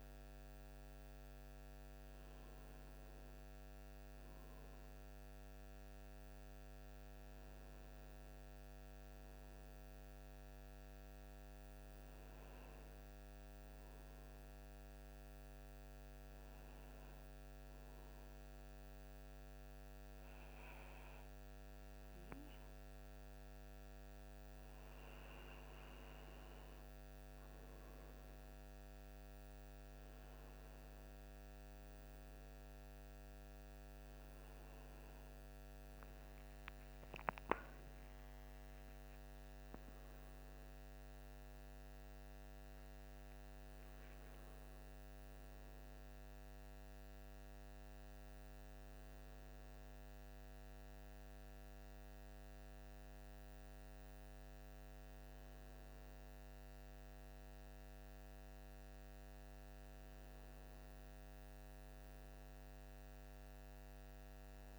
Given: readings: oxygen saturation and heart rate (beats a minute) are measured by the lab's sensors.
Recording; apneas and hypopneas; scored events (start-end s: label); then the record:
breathing in sleep, hard to hear, by a microphone on the trachea; none
none scored
From the record:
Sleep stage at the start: N1 (lightest sleep); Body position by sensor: on the right side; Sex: male